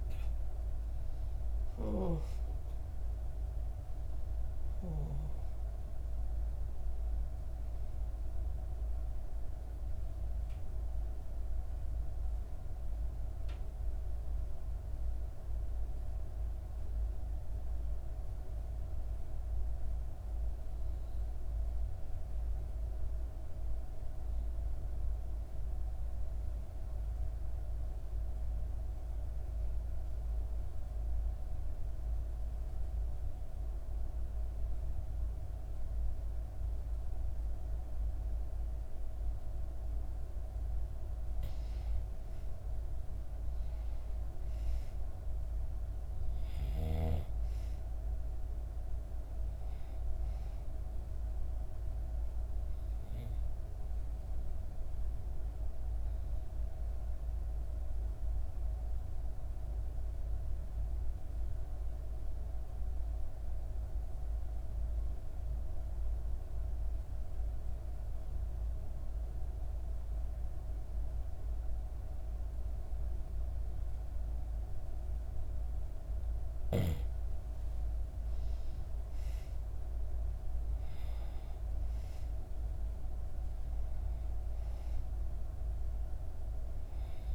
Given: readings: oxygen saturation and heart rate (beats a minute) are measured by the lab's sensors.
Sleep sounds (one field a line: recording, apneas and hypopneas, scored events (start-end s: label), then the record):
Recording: breathing in sleep, hard to hear, by a room microphone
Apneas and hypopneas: 2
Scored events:
0.00-15.00 s: oxygen desaturation (device-marked, oxygen 88% lowest, heart rate 58 extreme)
12.50-40.50 s: obstructive apnea (oxygen 96% before, 88% lowest, heart rate 64 before, 57 extreme, up 2 after)
36.00-62.00 s: oxygen desaturation (device-marked, oxygen 97% before, 88% lowest, heart rate 60 before, 57 extreme)
43.50-47.50 s: arousal
57.00-75.50 s: obstructive apnea (oxygen 97% before, 87% lowest, heart rate 60 before, 57 extreme, up 6 after)
78.00-82.00 s: arousal
79.00-87.35 s: oxygen desaturation (device-marked, oxygen 96% before, 90% lowest, heart rate 59 before, 58 extreme)
From the record:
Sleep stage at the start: N2 (light sleep)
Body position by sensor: on the back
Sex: female